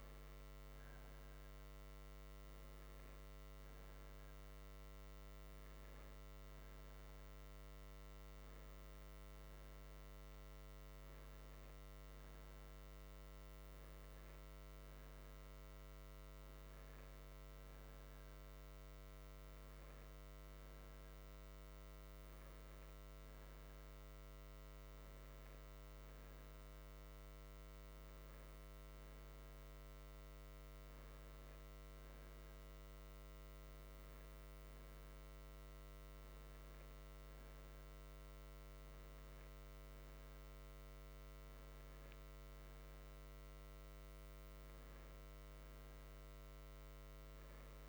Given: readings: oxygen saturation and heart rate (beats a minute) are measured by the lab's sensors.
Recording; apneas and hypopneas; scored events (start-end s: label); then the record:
breathing in sleep, hard to hear, by a microphone on the trachea; none
none scored
From the record:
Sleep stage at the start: N2 (light sleep); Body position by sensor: on the right side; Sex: male